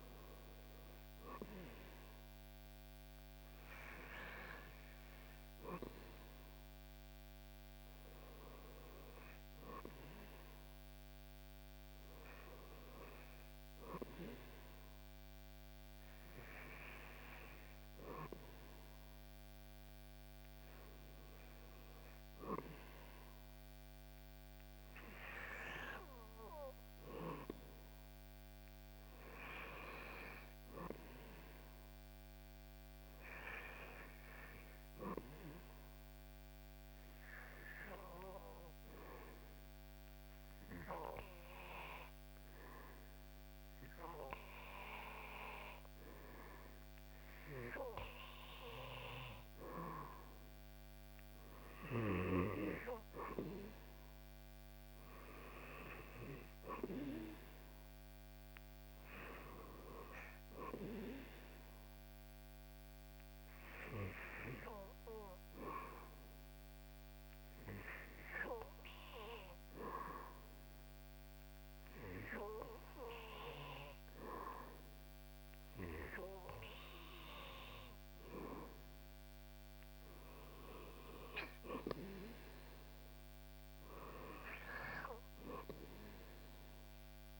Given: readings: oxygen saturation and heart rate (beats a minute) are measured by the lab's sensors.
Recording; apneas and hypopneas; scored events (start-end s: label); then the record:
breathing in sleep by a microphone on the trachea; 2
0.00-2.00 s: oxygen desaturation (device-marked, oxygen 90% lowest, heart rate 79 extreme)
35.50-48.00 s: obstructive apnea (oxygen 96% before, 91% lowest, heart rate 80 before, 77 extreme, up 7 after)
51.50-55.50 s: arousal
56.00-68.00 s: oxygen desaturation (device-marked, oxygen 95% before, 91% lowest, heart rate 79 before, 78 extreme)
62.50-77.50 s: hypopnea (oxygen 95% before, 91% lowest, heart rate 81 before, 77 extreme, up 4 after)
82.50-86.50 s: arousal
From the record:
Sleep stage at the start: N2 (light sleep); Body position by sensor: on the back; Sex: male